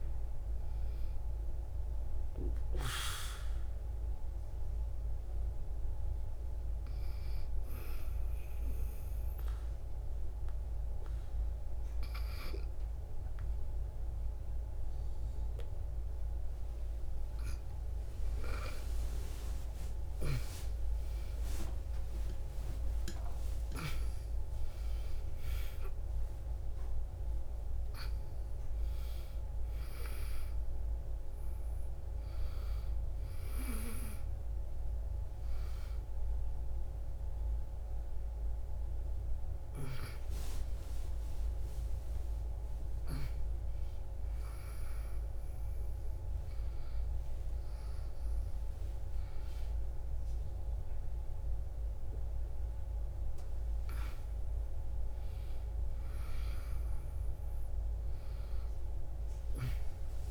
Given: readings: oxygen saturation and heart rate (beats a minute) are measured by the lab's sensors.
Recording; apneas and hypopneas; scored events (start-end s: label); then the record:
a person awake in a sleep study, by a room microphone; none
0.00-5.50 s: oxygen desaturation (device-marked, oxygen 85% lowest, heart rate 65 extreme)
42.50-53.50 s: oxygen desaturation (device-marked, oxygen 97% before, 94% lowest, heart rate 77 before, 67 extreme)
From the record:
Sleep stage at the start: awake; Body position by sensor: on the back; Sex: female